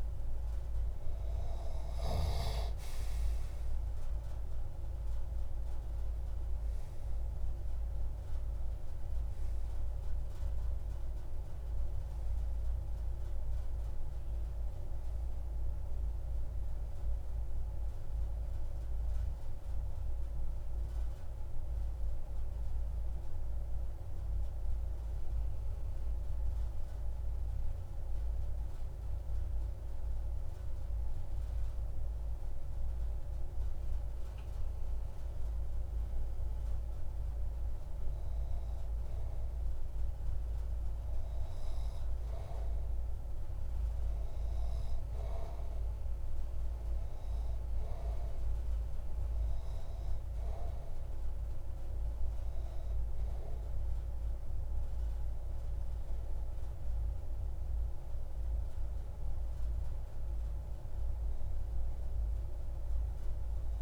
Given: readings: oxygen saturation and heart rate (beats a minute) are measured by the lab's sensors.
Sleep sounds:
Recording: breathing in sleep, hard to hear, by a room microphone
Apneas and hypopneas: 1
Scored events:
0.00-1.50 s: arousal
1.00-18.00 s: oxygen desaturation (device-marked, oxygen 94% before, 91% lowest)
21.50-33.00 s: mixed apnea (oxygen 94% before, 92% lowest)
36.50-41.50 s: arousal
43.00-57.00 s: oxygen desaturation (device-marked, oxygen 96% before, 92% lowest)
From the record:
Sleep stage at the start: N2 (light sleep)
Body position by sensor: on the back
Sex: male

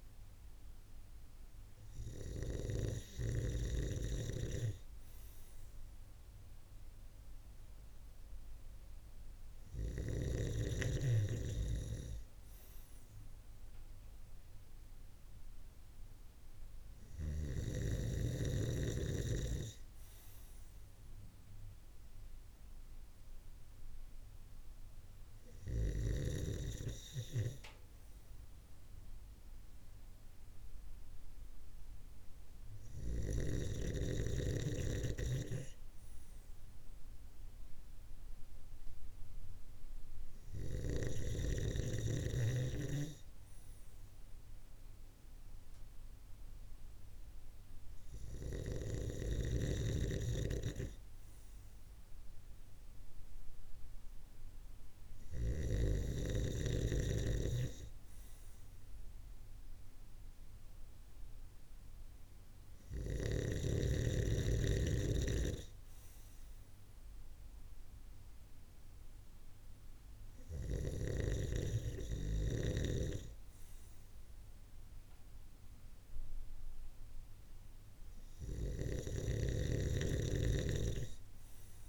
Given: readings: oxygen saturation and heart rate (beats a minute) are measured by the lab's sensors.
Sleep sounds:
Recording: breathing in sleep by a room microphone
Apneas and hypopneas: none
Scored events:
none scored
From the record:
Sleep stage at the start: N2 (light sleep)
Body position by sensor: on the right side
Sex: male

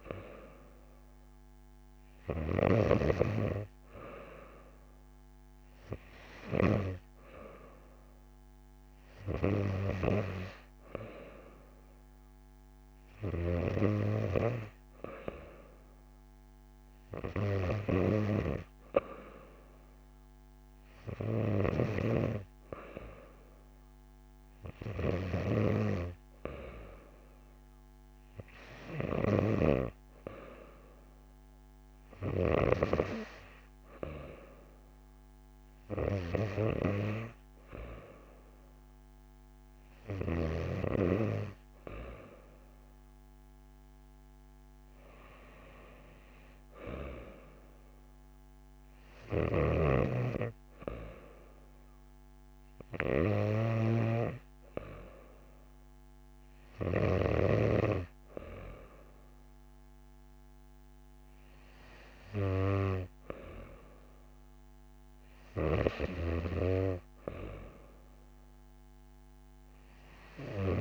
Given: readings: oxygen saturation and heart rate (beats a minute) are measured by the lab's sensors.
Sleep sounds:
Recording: breathing in sleep by a microphone on the trachea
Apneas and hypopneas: none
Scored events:
49.00-54.00 s: snoring (device-marked)
From the record:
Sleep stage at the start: N2 (light sleep)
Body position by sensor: on the back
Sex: female

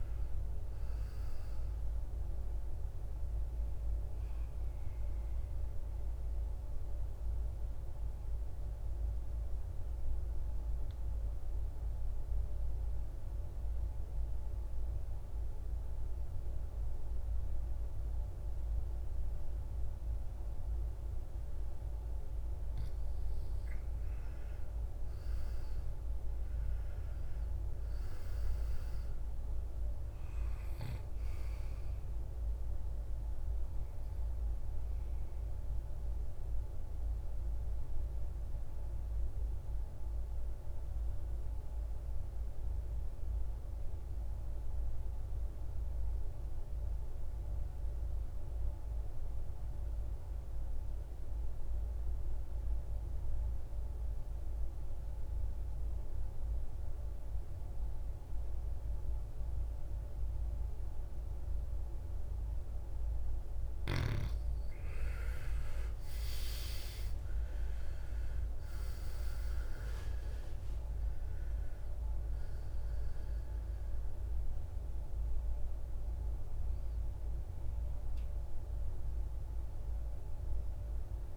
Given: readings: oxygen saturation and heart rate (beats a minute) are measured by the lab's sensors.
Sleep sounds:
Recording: breathing in sleep, hard to hear, by a room microphone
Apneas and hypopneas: 2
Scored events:
3.00-22.00 s: oxygen desaturation (device-marked, oxygen 98% before, 90% lowest, heart rate 57 before, 54 extreme)
4.50-20.50 s: obstructive apnea (oxygen 98% before, 83% lowest, heart rate 57 before, 54 extreme, up 2 after)
23.50-28.50 s: arousal
30.00-47.00 s: oxygen desaturation (device-marked, oxygen 97% before, 89% lowest, heart rate 61 before, 54 extreme)
41.00-63.00 s: obstructive apnea (oxygen 97% before, 80% lowest, heart rate 60 before, 53 extreme, up 19 after)
58.00-81.37 s: oxygen desaturation (device-marked, oxygen 97% before, 80% lowest, heart rate 57 before, 53 extreme)
66.50-70.00 s: arousal
From the record:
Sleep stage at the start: N2 (light sleep)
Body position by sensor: on the back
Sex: male

